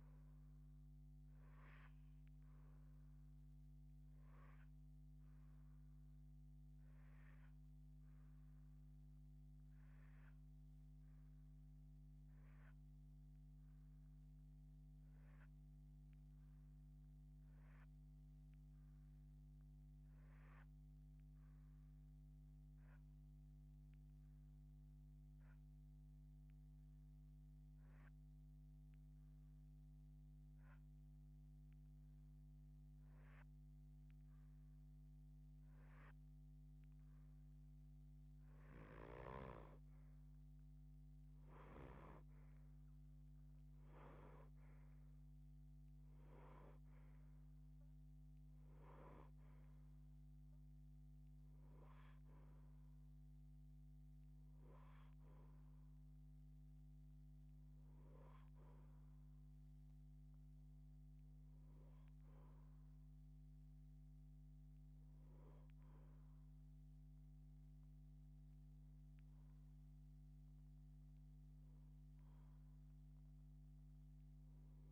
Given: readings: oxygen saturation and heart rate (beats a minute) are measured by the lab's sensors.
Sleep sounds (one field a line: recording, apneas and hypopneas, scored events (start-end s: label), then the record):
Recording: breathing in sleep, hard to hear, by a microphone on the trachea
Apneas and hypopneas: 1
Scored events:
0.00-20.00 s: oxygen desaturation (device-marked, oxygen 84% lowest, heart rate 40 extreme)
3.00-35.50 s: hypopnea (oxygen 90% before, 80% lowest, heart rate 118 before, 28 extreme, up 19 after)
30.00-72.00 s: oxygen desaturation (device-marked, oxygen 90% before, 80% lowest)
37.00-74.92 s: new sleep stage, N2 (light sleep)
38.00-41.50 s: snoring (device-marked)
38.00-43.50 s: arousal
68.50-74.50 s: arousal
From the record:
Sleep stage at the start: REM sleep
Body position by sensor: on the left side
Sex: female